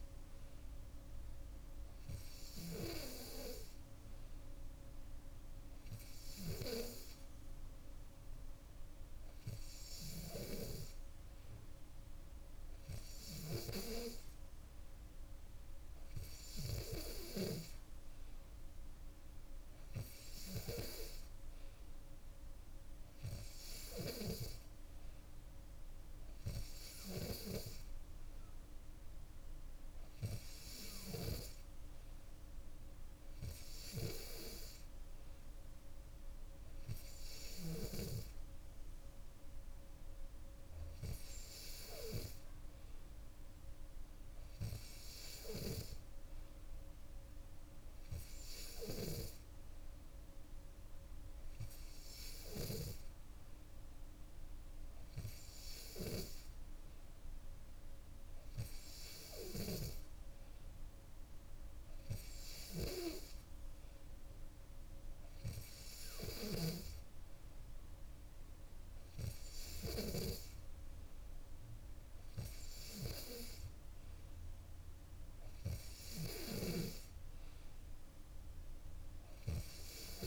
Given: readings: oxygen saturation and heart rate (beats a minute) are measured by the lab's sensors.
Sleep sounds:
breathing in sleep by a room microphone; none
none scored
From the record:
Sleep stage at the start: N2 (light sleep); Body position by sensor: on the back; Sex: female

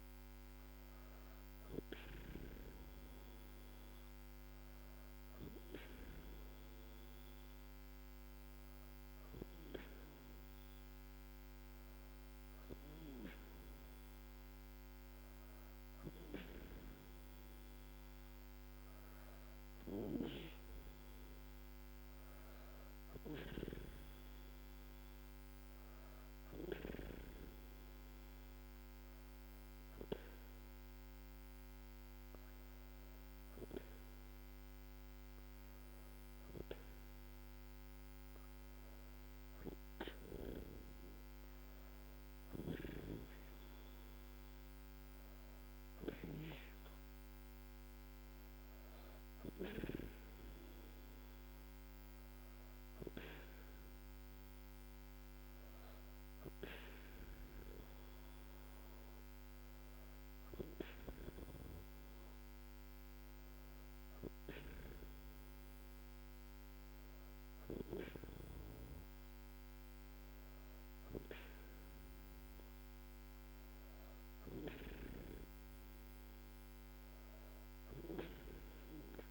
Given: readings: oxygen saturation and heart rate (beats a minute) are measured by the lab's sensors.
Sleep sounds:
breathing in sleep by a microphone on the trachea; none
none scored
From the record:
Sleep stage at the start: N2 (light sleep); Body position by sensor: on the back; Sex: female

